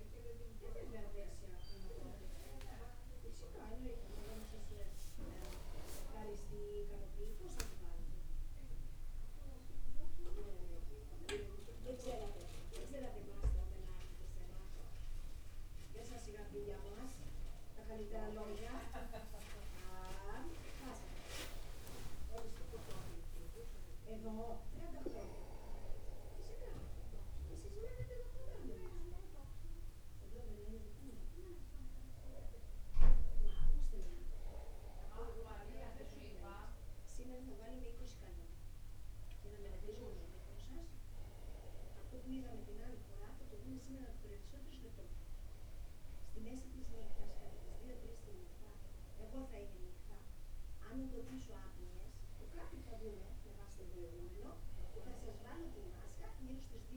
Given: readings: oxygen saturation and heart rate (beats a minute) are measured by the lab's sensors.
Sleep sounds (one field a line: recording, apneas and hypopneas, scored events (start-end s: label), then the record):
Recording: a person awake in a sleep study, by a room microphone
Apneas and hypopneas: none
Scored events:
5.00-7.00 s: long interval between heartbeats (device-marked, heart rate 100 before, 83 extreme)
8.00-10.00 s: long interval between heartbeats (device-marked, heart rate 90 before, 121 extreme)
15.50-17.50 s: long interval between heartbeats (device-marked, heart rate 79 before, 67 extreme)
20.50-22.50 s: long interval between heartbeats (device-marked, heart rate 81 before, 76 extreme)
24.00-26.00 s: long interval between heartbeats (device-marked, heart rate 86 before, 93 extreme)
38.50-40.50 s: long interval between heartbeats (device-marked, heart rate 68 before, 58 extreme)
45.00-47.00 s: long interval between heartbeats (device-marked, heart rate 64 before, 68 extreme)
From the record:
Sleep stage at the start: awake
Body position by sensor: upright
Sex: male